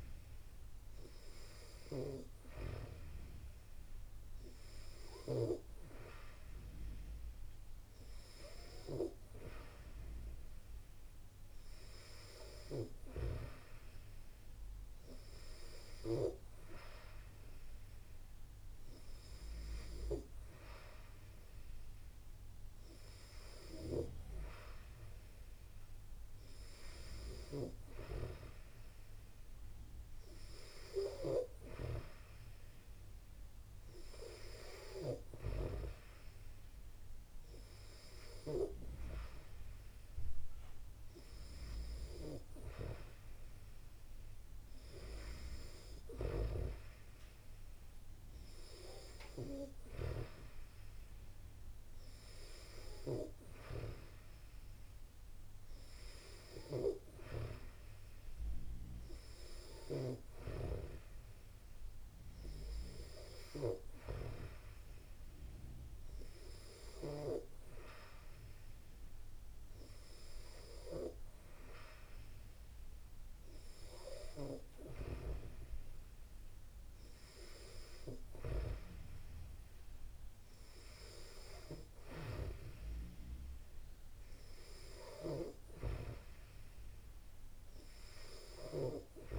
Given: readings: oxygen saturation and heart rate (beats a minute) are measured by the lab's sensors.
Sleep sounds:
breathing in sleep by a room microphone; none
none scored
From the record:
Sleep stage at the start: N2 (light sleep); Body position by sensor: on the back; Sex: female

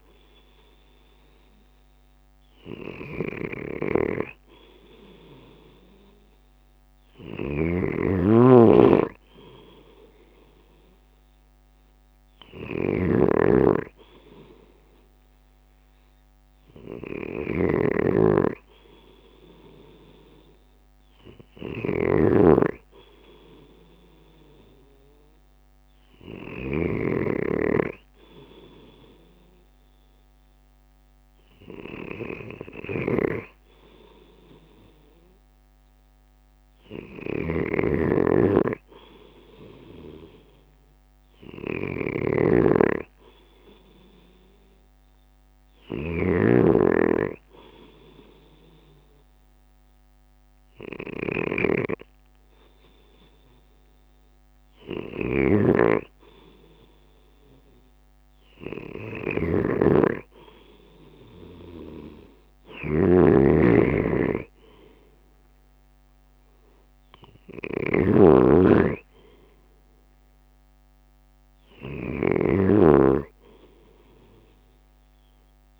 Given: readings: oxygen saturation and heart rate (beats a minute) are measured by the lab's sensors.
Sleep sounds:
breathing in sleep by a microphone on the trachea; none
8.50-19.50 s: drop in pulse transit time (device-marked, heart rate 56 before, 56 extreme)
62.50-68.00 s: snoring (device-marked)
63.50-67.00 s: arousal
63.50-75.50 s: drop in pulse transit time (device-marked, heart rate 57 before, 55 extreme)
From the record:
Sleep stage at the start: N2 (light sleep); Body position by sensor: on the left side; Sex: male

